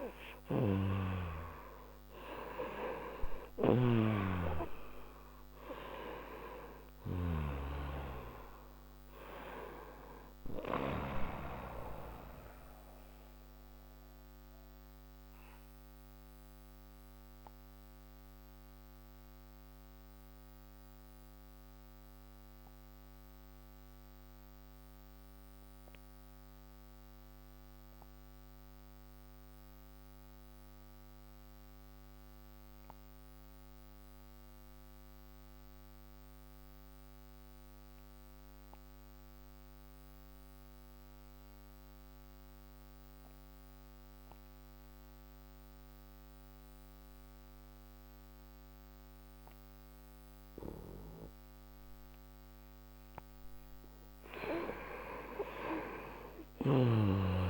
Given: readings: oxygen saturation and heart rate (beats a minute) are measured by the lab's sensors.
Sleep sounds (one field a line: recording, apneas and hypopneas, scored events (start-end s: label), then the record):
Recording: breathing in sleep by a microphone on the trachea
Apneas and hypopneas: 1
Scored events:
0.00-3.50 s: arousal
3.00-7.00 s: snoring (device-marked)
12.00-29.00 s: oxygen desaturation (device-marked, oxygen 94% before, 87% lowest, heart rate 61 before, 57 extreme)
13.50-51.00 s: mixed apnea (oxygen 97% before, 86% lowest)
49.00-57.50 s: oxygen desaturation (device-marked, oxygen 97% before, 86% lowest)
53.50-57.50 s: arousal
56.00-57.50 s: snoring (device-marked)
From the record:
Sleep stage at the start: N2 (light sleep)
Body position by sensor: on the right side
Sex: male